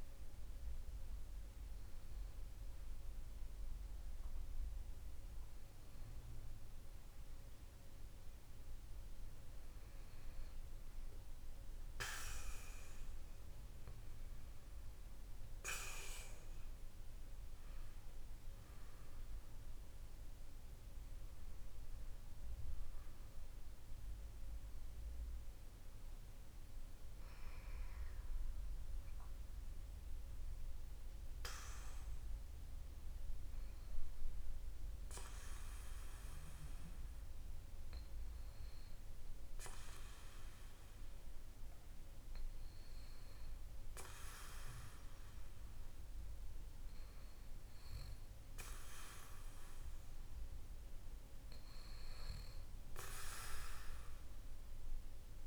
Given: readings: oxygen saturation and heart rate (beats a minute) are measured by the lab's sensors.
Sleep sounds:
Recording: breathing in sleep by a room microphone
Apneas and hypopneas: none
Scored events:
none scored
From the record:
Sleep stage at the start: N2 (light sleep)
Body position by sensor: on the back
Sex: male

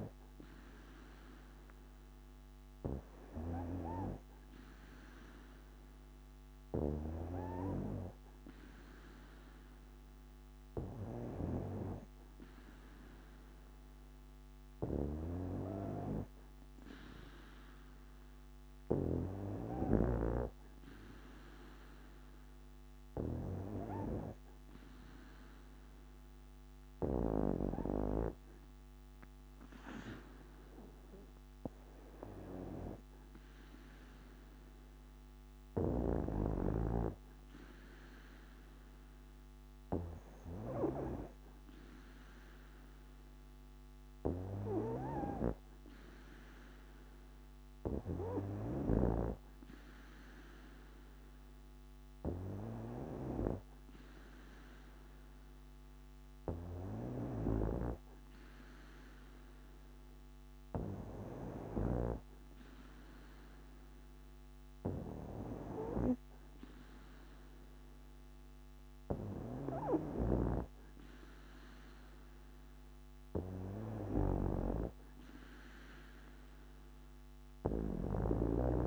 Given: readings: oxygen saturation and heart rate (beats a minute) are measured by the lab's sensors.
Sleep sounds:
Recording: breathing in sleep by a microphone on the trachea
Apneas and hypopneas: none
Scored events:
77.50-78.87 s: snoring (device-marked)
From the record:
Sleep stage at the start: N2 (light sleep)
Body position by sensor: on the back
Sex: female

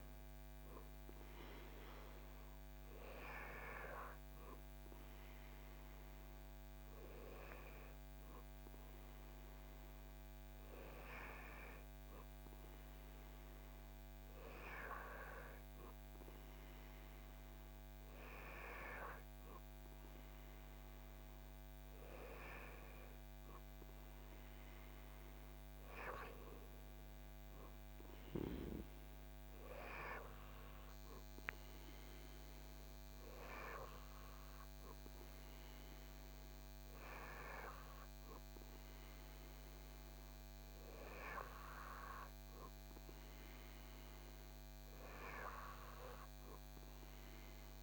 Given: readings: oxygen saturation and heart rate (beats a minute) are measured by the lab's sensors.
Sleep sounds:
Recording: breathing in sleep by a microphone on the trachea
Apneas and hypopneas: none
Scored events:
none scored
From the record:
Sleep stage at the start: N2 (light sleep)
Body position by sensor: on the back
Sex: male

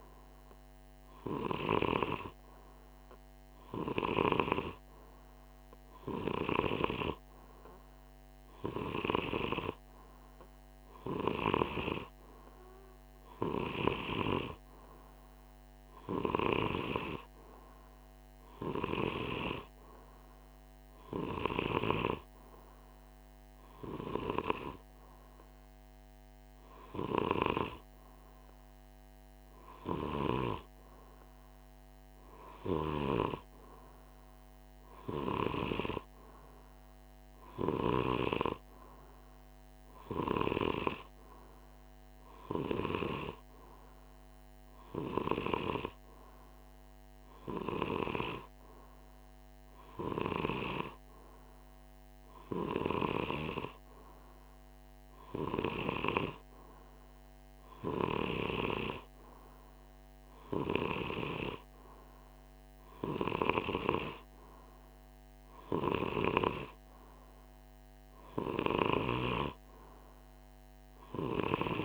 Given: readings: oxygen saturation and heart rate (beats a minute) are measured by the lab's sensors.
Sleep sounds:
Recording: breathing in sleep by a microphone on the trachea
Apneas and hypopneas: none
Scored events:
none scored
From the record:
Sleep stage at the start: N2 (light sleep)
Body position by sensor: on the right side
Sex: male

